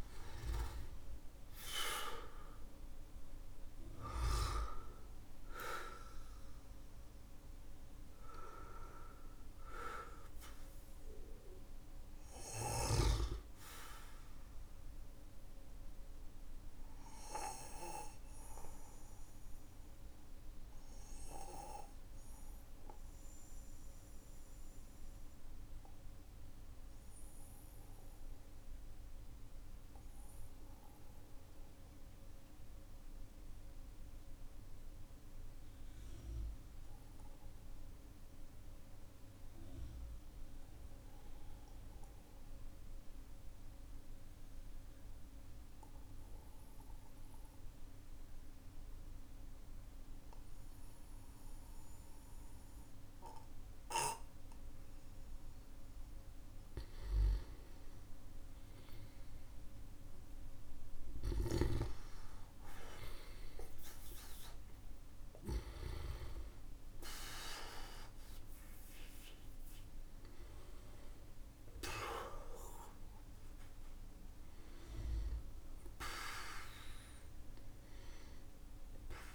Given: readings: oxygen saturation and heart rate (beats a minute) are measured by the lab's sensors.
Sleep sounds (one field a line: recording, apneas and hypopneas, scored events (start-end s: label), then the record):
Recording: breathing in sleep by a room microphone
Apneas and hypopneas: 1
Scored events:
0.00-3.50 s: arousal
0.00-37.50 s: oxygen desaturation (device-marked, oxygen 93% lowest, heart rate 45 extreme)
17.50-54.00 s: obstructive apnea (oxygen 99% before, 93% lowest, heart rate 57 before, 47 extreme, up 2 after)
57.50-63.50 s: arousal
70.50-79.35 s: new sleep stage, N1 (lightest sleep)
From the record:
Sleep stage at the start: N2 (light sleep)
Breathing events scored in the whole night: 324 in 5.7 hours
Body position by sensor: on the back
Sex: male